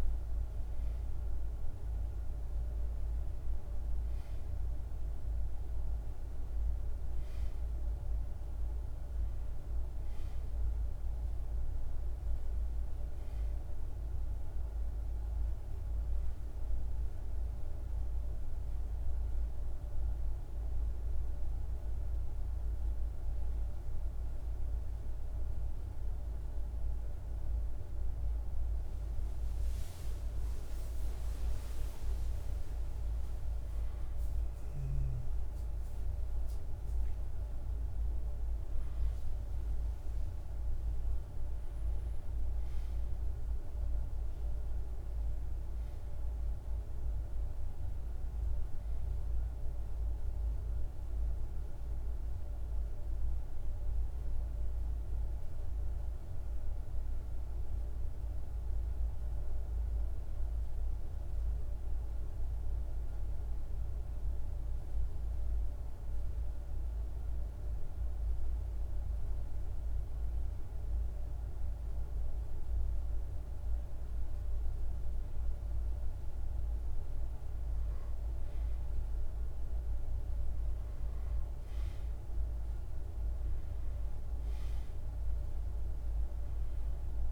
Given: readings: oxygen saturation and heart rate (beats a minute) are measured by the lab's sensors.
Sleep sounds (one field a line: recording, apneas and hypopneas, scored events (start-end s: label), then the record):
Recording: breathing in sleep, hard to hear, by a room microphone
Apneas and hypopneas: 2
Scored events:
0.00-24.00 s: oxygen desaturation (device-marked, oxygen 93% lowest, heart rate 52 extreme)
21.00-32.00 s: mixed apnea (oxygen 96% before, 92% lowest, heart rate 55 before, 52 extreme, up 9 after)
34.50-39.00 s: arousal
52.00-87.32 s: new sleep stage, N2 (light sleep)
53.50-72.00 s: hypopnea (oxygen 97% before, 90% lowest, heart rate 58 before, 51 extreme, up 1 after)
74.00-87.32 s: oxygen desaturation (device-marked, oxygen 97% before, 92% lowest, heart rate 51 before, 51 extreme)
75.00-78.50 s: arousal
From the record:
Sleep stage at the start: N1 (lightest sleep)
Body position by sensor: on the back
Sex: male